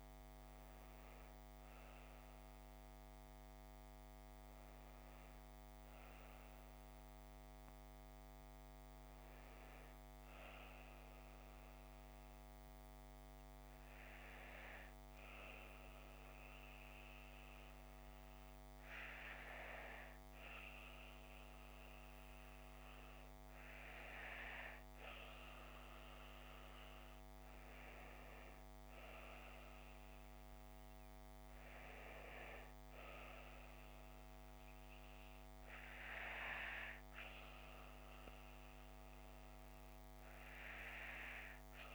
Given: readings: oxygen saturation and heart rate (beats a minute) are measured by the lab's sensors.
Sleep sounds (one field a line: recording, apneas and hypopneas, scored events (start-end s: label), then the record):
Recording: breathing in sleep by a microphone on the trachea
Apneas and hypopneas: none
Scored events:
23.00-41.95 s: new sleep stage, N2 (light sleep)
From the record:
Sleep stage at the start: N1 (lightest sleep)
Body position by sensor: on the left side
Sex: female